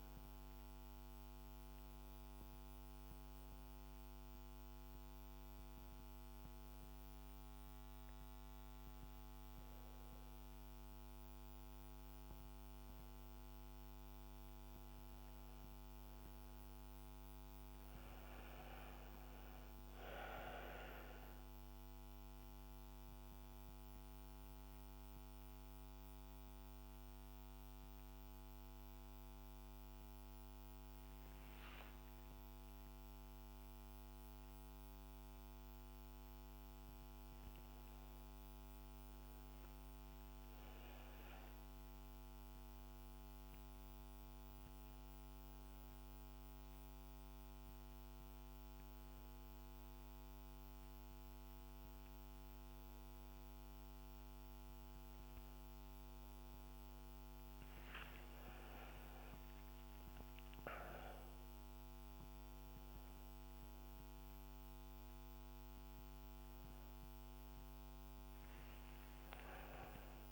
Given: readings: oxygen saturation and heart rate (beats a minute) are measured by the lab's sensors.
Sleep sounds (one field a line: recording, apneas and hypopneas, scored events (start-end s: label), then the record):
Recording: breathing in sleep, hard to hear, by a microphone on the trachea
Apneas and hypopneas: 2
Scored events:
20.50-36.50 s: oxygen desaturation (device-marked, oxygen 97% before, 94% lowest, heart rate 73 before, 65 extreme)
21.50-36.00 s: hypopnea (oxygen 100% before, 94% lowest, heart rate 73 before, 65 extreme, up 11 after)
37.00-41.00 s: arousal
46.00-57.50 s: hypopnea (oxygen 99% before, 95% lowest, heart rate 71 before, 72 extreme, up 8 after)
From the record:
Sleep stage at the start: N1 (lightest sleep)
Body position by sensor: on the back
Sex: female